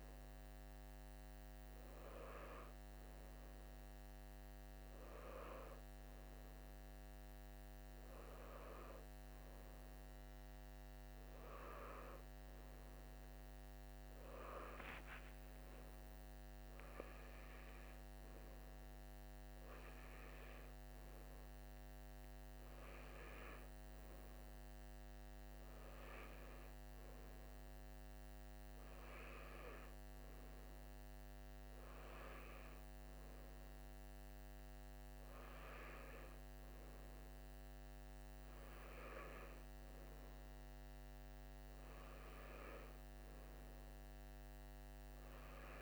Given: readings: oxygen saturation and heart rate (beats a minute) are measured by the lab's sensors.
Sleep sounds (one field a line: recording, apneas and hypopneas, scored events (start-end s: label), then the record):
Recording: breathing in sleep by a microphone on the trachea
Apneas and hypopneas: none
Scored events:
none scored
From the record:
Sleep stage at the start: N3 (deep sleep)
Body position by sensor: on the right side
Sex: male